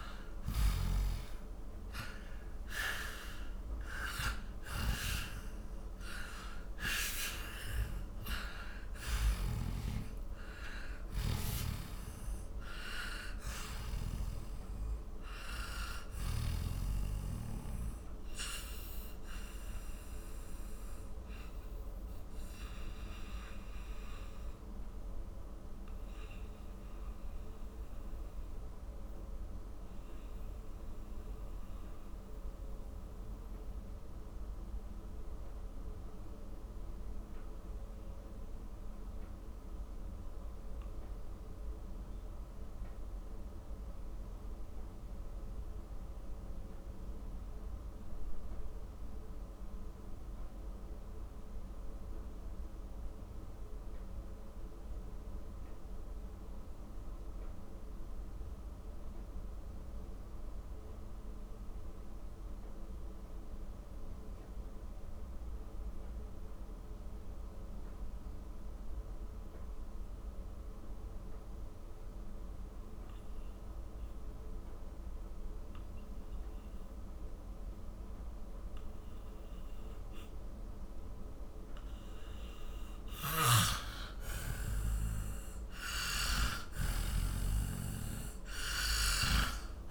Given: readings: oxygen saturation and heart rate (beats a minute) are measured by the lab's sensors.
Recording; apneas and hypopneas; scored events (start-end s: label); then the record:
breathing in sleep by a room microphone; 1
0.00-1.50 s: arousal
0.00-11.00 s: oxygen desaturation (device-marked, oxygen 92% lowest, heart rate 47 extreme)
18.50-85.50 s: mixed apnea (oxygen 96% before, 84% lowest, heart rate 68 before, 40 extreme, up 11 after)
19.00-45.00 s: oxygen desaturation (device-marked, oxygen 93% before, 84% lowest, heart rate 69 before, 40 extreme)
72.00-89.90 s: oxygen desaturation (device-marked, oxygen 99% before, 85% lowest, heart rate 50 before, 42 extreme)
83.00-87.00 s: snoring (device-marked)
86.50-89.90 s: arousal
From the record:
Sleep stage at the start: N2 (light sleep); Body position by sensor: on the back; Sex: male